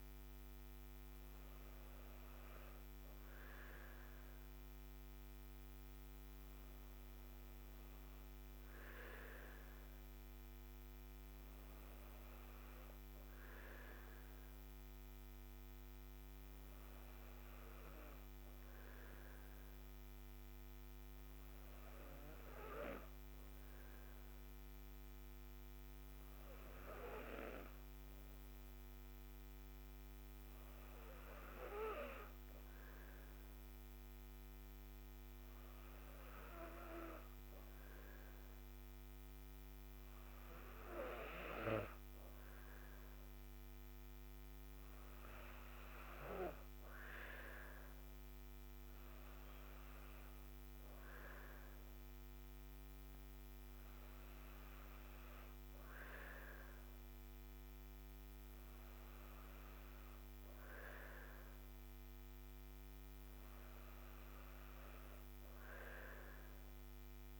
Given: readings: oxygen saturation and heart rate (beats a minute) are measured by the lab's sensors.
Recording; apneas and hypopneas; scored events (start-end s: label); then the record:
breathing in sleep by a microphone on the trachea; none
53.50-67.40 s: new sleep stage, N3 (deep sleep)
From the record:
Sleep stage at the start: N2 (light sleep); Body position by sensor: on the back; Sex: female